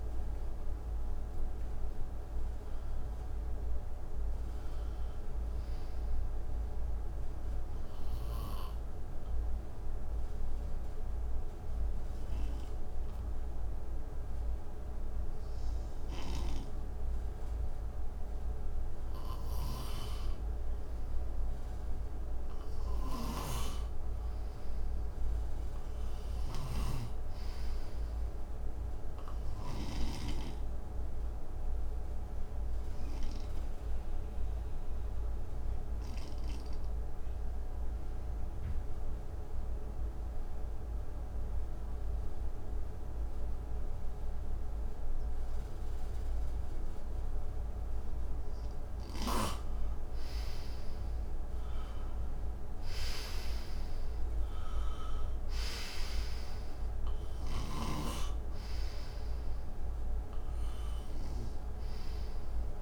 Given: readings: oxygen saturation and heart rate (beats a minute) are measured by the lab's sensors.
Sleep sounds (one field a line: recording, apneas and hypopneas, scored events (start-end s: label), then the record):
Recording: breathing in sleep by a room microphone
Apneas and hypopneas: 2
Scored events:
0.00-13.00 s: oxygen desaturation (device-marked, oxygen 88% lowest, heart rate 60 extreme)
5.00-15.00 s: obstructive apnea (oxygen 94% before, 89% lowest, heart rate 80 before, 60 extreme, up 5 after)
16.00-30.00 s: snoring (device-marked)
17.00-22.00 s: arousal
32.00-48.50 s: obstructive apnea (oxygen 96% before, 89% lowest, heart rate 65 before, 61 extreme, up 10 after)
51.00-62.82 s: oxygen desaturation (device-marked, oxygen 93% before, 89% lowest, heart rate 65 before, 61 extreme)
62.00-62.82 s: new sleep stage, awake
From the record:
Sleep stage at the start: N2 (light sleep)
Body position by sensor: on the right side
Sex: male